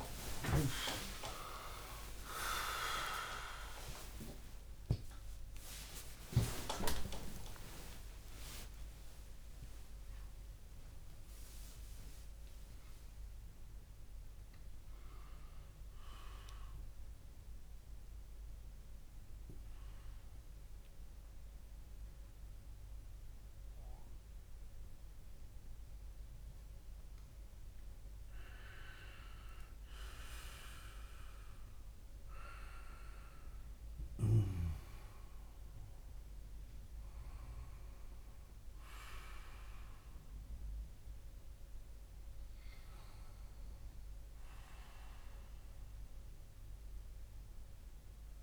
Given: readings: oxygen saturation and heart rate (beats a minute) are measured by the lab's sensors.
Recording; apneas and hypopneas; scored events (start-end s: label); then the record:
a person awake in a sleep study, by a room microphone; none
30.00-48.43 s: new sleep stage, N1 (lightest sleep)
From the record:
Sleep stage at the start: awake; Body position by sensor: on the back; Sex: male